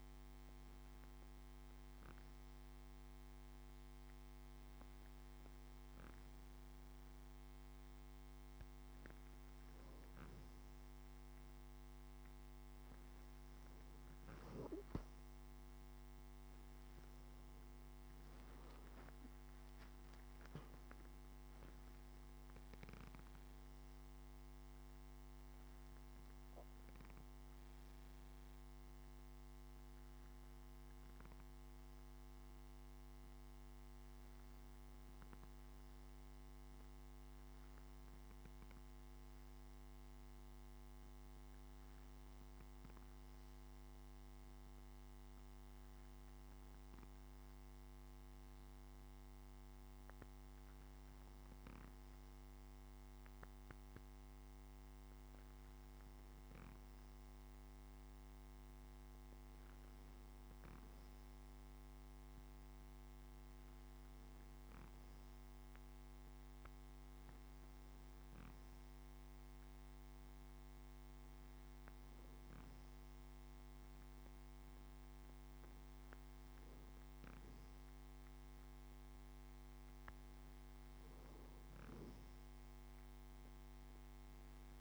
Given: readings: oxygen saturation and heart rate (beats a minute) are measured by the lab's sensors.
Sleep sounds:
breathing in sleep, hard to hear, by a microphone on the trachea; none
none scored
From the record:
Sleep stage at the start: N2 (light sleep); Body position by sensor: on the back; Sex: male

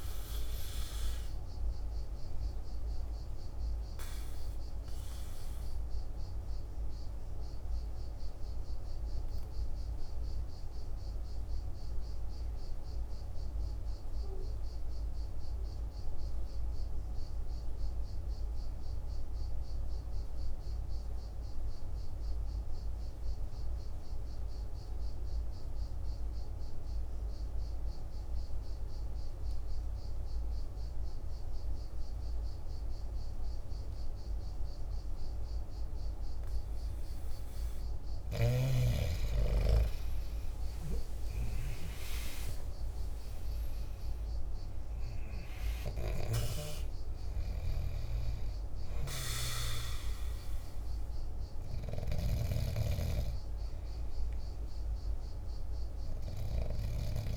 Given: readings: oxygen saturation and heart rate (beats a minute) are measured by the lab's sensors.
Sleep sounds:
breathing in sleep by a room microphone; 1
0.00-11.00 s: oxygen desaturation (device-marked, oxygen 86% lowest, heart rate 48 extreme)
5.00-37.00 s: mixed apnea (oxygen 95% before, 87% lowest, heart rate 55 before, 49 extreme, up 11 after)
29.00-57.37 s: oxygen desaturation (device-marked, oxygen 99% before, 87% lowest, heart rate 49 before, 48 extreme)
40.00-45.50 s: arousal
From the record:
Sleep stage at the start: N2 (light sleep); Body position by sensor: on the back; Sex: male

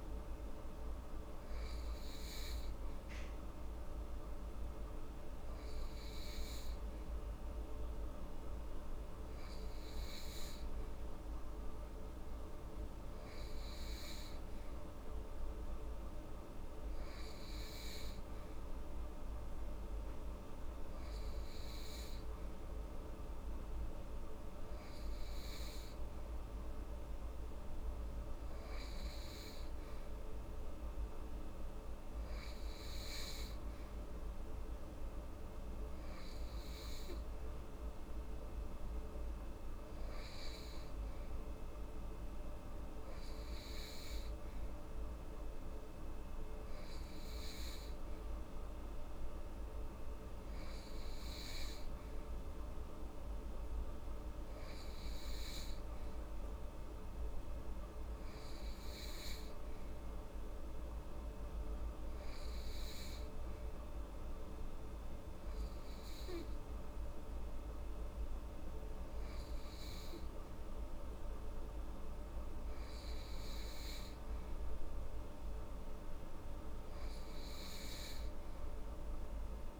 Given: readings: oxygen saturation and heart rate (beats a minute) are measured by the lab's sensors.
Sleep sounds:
breathing in sleep, hard to hear, by a room microphone; none
none scored
From the record:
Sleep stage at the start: N2 (light sleep); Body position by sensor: upright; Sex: female

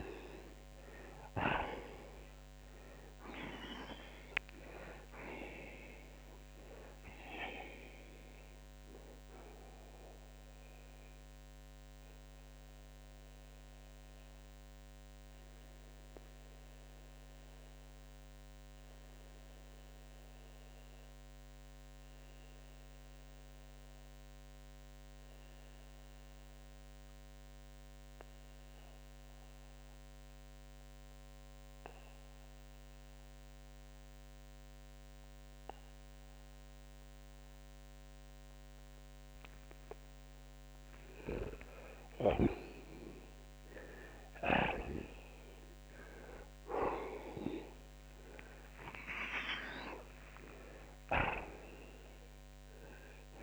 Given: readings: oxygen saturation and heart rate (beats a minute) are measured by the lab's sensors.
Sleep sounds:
breathing in sleep by a microphone on the trachea; 1
10.00-39.50 s: mixed apnea (oxygen 94% before, 78% lowest)
29.50-46.50 s: oxygen desaturation (device-marked, oxygen 93% before, 78% lowest)
45.00-48.50 s: arousal
From the record:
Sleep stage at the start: REM sleep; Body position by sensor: on the back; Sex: male

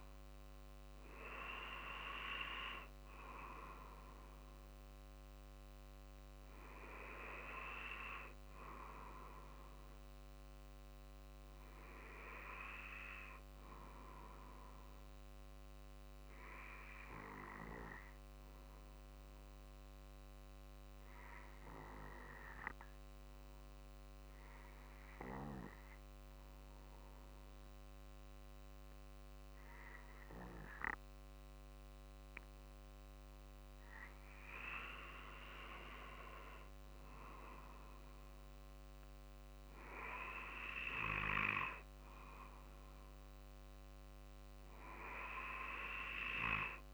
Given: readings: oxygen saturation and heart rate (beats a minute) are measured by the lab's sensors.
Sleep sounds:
breathing in sleep by a microphone on the trachea; 1
12.50-34.00 s: obstructive apnea (oxygen 96% before, 92% lowest, heart rate 48 before, 47 extreme, up 3 after)
29.00-41.00 s: oxygen desaturation (device-marked, oxygen 96% before, 92% lowest, heart rate 47 before, 47 extreme)
41.50-46.94 s: arousal
From the record:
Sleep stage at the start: N2 (light sleep); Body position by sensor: on the back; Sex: male

